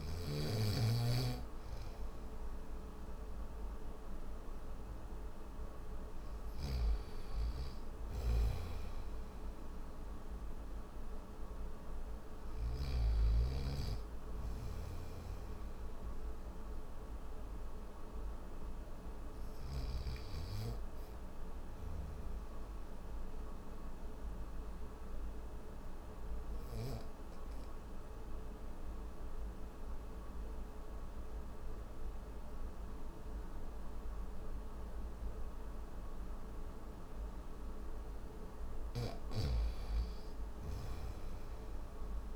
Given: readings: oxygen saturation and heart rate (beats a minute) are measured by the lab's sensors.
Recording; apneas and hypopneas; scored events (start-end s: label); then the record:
breathing in sleep by a room microphone; none
6.00-12.50 s: snoring (device-marked)
38.50-42.36 s: snoring (device-marked)
From the record:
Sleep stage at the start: N1 (lightest sleep); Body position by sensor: on the back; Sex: male